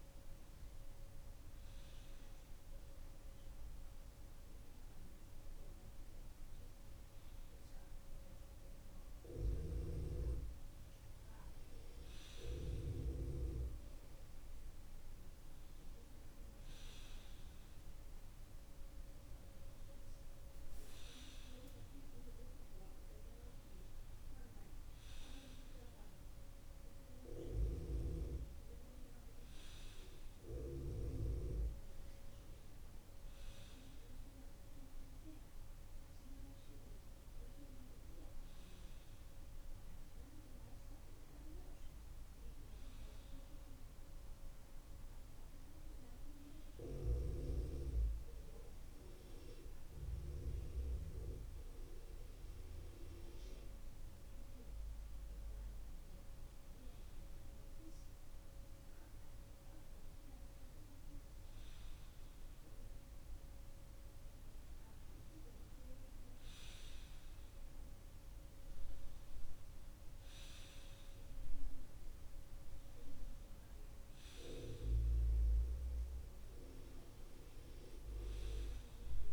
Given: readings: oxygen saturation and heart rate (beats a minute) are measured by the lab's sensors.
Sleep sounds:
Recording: breathing in sleep by a room microphone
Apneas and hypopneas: 1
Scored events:
45.50-56.50 s: hypopnea (oxygen 96% before, 93% lowest, heart rate 63 before, 61 extreme, up 0 after)
59.00-63.00 s: arousal
From the record:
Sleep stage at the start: N2 (light sleep)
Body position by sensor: on the left side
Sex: male

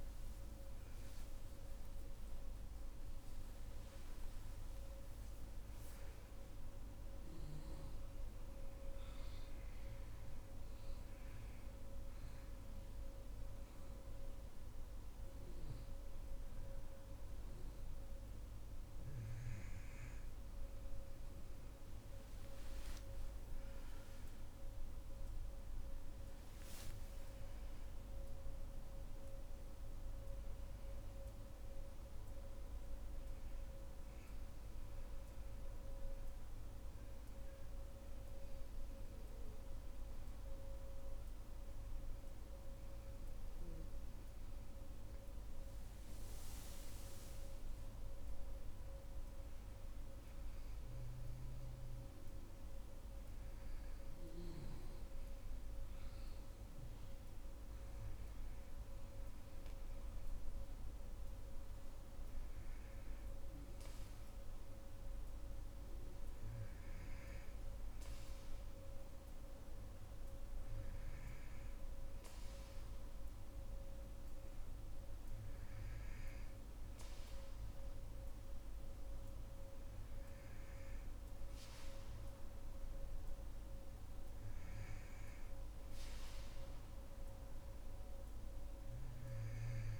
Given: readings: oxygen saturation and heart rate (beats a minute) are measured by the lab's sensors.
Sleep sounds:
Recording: a person partly awake in a sleep study, hard to hear, by a room microphone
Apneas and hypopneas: 1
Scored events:
0.00-2.00 s: long interval between heartbeats (device-marked, heart rate 83 before, 85 extreme)
1.50-31.50 s: new sleep stage, N1 (lightest sleep)
3.50-5.50 s: long interval between heartbeats (device-marked, heart rate 90 before, 132 extreme)
8.00-19.50 s: hypopnea (oxygen 98% before, 94% lowest, heart rate 101 before, 64 extreme, up 16 after)
21.50-25.00 s: arousal
25.50-37.50 s: oxygen desaturation (device-marked, oxygen 97% before, 94% lowest, heart rate 75 before, 63 extreme)
26.00-28.00 s: long interval between heartbeats (device-marked, heart rate 75 before, 80 extreme)
31.50-90.00 s: new sleep stage, N2 (light sleep)
From the record:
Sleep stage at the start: awake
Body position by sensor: on the back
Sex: female

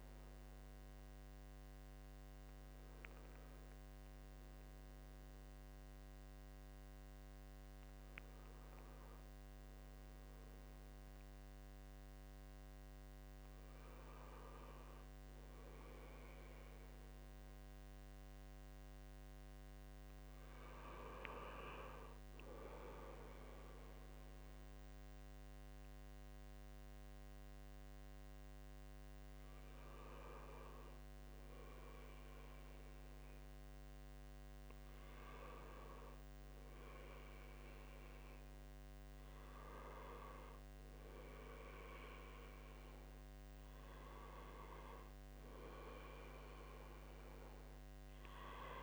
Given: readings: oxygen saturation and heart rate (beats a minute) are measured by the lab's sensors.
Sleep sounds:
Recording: a person partly awake in a sleep study, by a microphone on the trachea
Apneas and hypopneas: none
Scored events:
13.50-48.83 s: new sleep stage, N1 (lightest sleep)
21.50-38.50 s: oxygen desaturation (device-marked, oxygen 98% before, 93% lowest, heart rate 70 before, 67 extreme)
From the record:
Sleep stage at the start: awake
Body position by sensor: on the right side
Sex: male

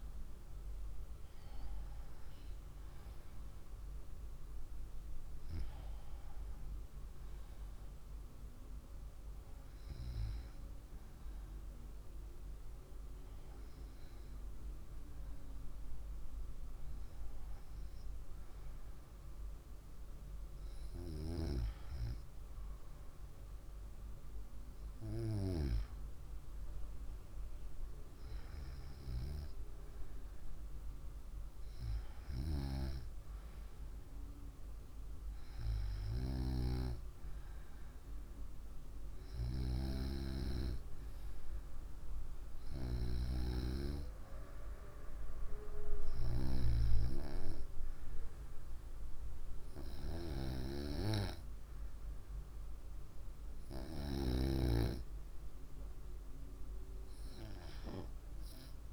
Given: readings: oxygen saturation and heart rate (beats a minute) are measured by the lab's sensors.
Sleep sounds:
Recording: breathing in sleep by a room microphone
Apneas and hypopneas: none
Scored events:
36.50-58.93 s: new sleep stage, N2 (light sleep)
From the record:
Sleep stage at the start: N1 (lightest sleep)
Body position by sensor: on the right side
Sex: female

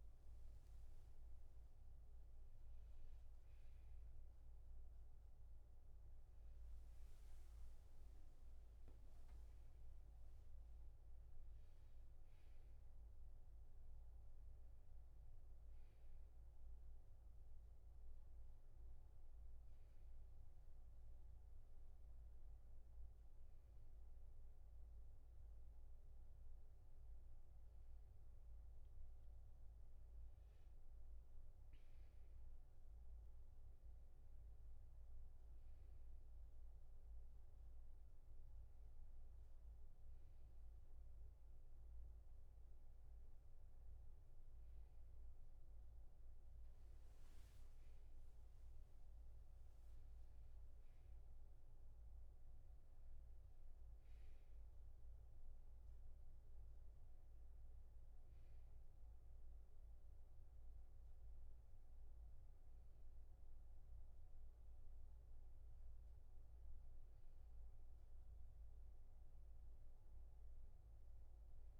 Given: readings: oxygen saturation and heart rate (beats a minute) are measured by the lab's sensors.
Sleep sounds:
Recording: a person awake in a sleep study, hard to hear, by a room microphone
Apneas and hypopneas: none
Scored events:
none scored
From the record:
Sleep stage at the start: awake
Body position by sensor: on the back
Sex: male

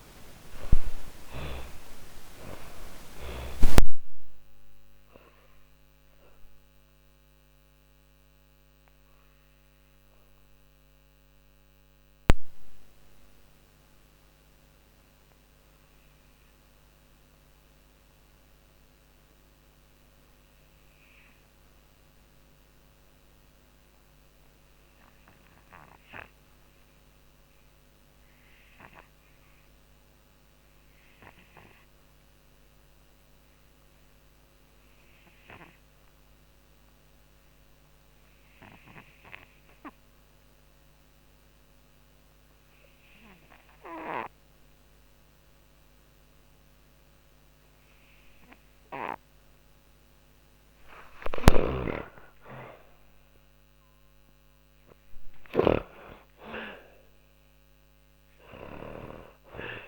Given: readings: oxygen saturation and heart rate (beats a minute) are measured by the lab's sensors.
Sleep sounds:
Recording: breathing in sleep by a microphone on the trachea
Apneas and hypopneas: 1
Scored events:
0.00-22.50 s: oxygen desaturation (device-marked, oxygen 63% lowest, heart rate 35 extreme)
4.00-50.00 s: obstructive apnea (oxygen 86% before, 63% lowest, heart rate 58 before, 44 extreme)
42.50-59.88 s: oxygen desaturation (device-marked, oxygen 95% before, 70% lowest, heart rate 53 before, 43 extreme)
49.50-57.00 s: snoring (device-marked)
51.00-56.50 s: arousal
From the record:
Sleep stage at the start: REM sleep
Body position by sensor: on the back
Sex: female

